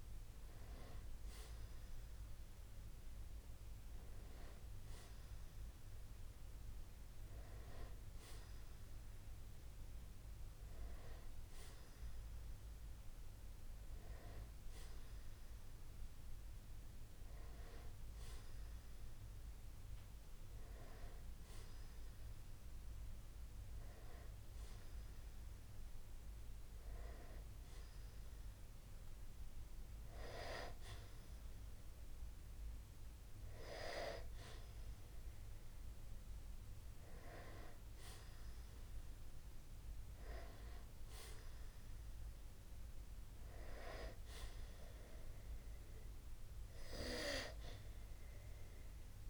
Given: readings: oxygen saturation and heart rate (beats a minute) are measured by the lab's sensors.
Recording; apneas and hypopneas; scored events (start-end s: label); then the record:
breathing in sleep by a room microphone; none
none scored
From the record:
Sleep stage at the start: N2 (light sleep); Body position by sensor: on the back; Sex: male